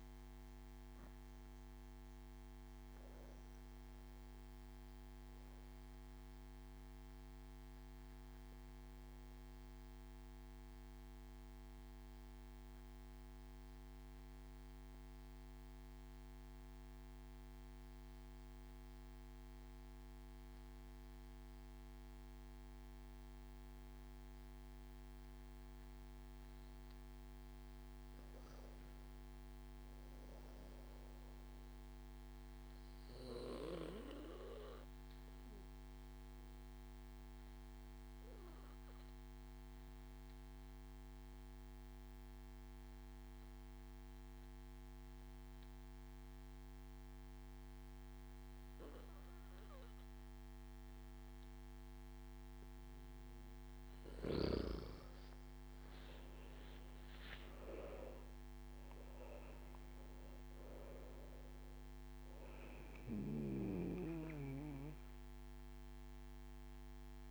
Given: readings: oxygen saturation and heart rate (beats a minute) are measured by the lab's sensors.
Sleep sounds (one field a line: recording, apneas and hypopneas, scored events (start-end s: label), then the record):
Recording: breathing in sleep by a microphone on the trachea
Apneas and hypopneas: 2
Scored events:
0.00-7.00 s: oxygen desaturation (device-marked, oxygen 93% lowest)
7.50-26.00 s: obstructive apnea (oxygen 98% before, 93% lowest)
27.00-31.00 s: arousal
35.50-53.00 s: obstructive apnea (oxygen 98% before, 94% lowest)
56.00-59.50 s: arousal
From the record:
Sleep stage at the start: N2 (light sleep)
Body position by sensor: on the back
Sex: male